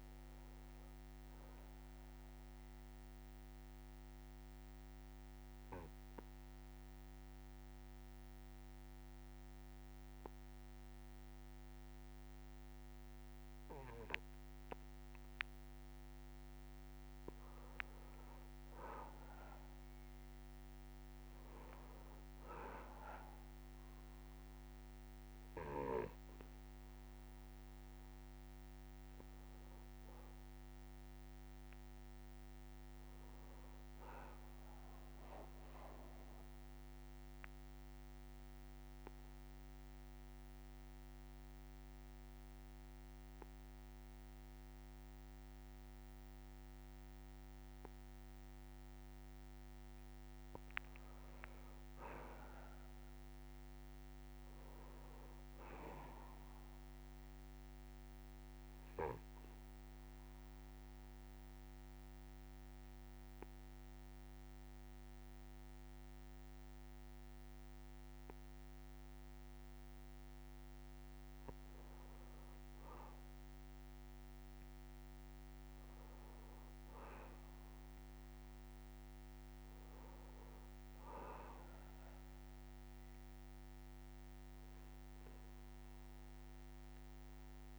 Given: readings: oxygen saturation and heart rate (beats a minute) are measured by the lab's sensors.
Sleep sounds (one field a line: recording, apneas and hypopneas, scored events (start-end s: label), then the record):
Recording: breathing in sleep, hard to hear, by a microphone on the trachea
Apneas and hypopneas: 3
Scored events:
0.00-1.00 s: arousal
4.00-16.00 s: obstructive apnea (oxygen 98% before, 94% lowest, heart rate 61 before, 61 extreme, up 3 after)
18.50-22.50 s: arousal
23.50-37.50 s: oxygen desaturation (device-marked, oxygen 97% before, 94% lowest, heart rate 62 before, 59 extreme)
36.00-50.00 s: obstructive apnea (oxygen 98% before, 94% lowest, heart rate 63 before, 59 extreme, up 5 after)
52.00-55.50 s: arousal
54.50-71.50 s: oxygen desaturation (device-marked, oxygen 97% before, 94% lowest, heart rate 61 before, 60 extreme)
58.00-71.00 s: obstructive apnea (oxygen 98% before, 92% lowest, heart rate 61 before, 60 extreme, up 3 after)
74.50-78.00 s: arousal
From the record:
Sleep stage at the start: N2 (light sleep)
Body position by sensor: on the back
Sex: male